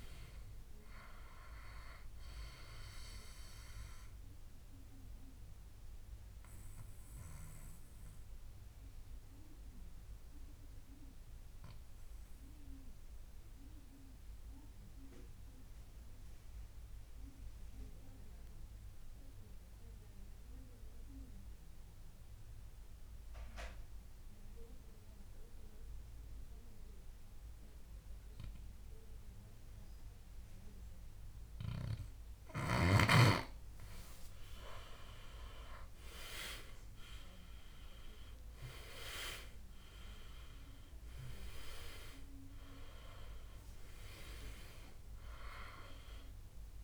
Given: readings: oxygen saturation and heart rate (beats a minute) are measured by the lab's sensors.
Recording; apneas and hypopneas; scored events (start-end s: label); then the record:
breathing in sleep by a room microphone; 1
0.00-19.00 s: oxygen desaturation (device-marked, oxygen 97% before, 93% lowest, heart rate 68 before, 60 extreme)
4.50-32.50 s: obstructive apnea (oxygen 98% before, 93% lowest, heart rate 71 before, 60 extreme, up 17 after)
34.00-46.84 s: oxygen desaturation (device-marked, oxygen 98% before, 93% lowest, heart rate 62 before, 59 extreme)
38.00-42.50 s: arousal
From the record:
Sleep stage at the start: N2 (light sleep); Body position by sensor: on the back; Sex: male